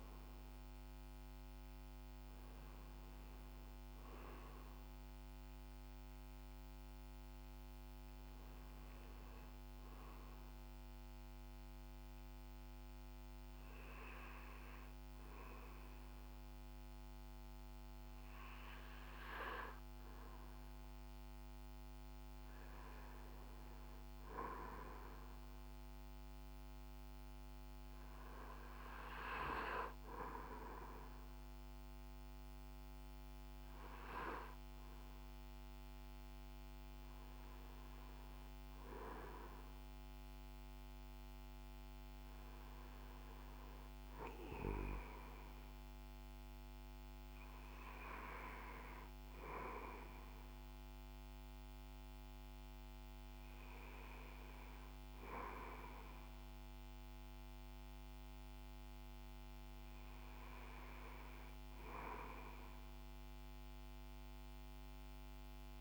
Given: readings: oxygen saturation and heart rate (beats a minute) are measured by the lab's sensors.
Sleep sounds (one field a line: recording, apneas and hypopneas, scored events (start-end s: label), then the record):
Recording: breathing in sleep by a microphone on the trachea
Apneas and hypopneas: none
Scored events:
50.50-65.81 s: new sleep stage, N2 (light sleep)
From the record:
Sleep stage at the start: N1 (lightest sleep)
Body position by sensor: on the back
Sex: male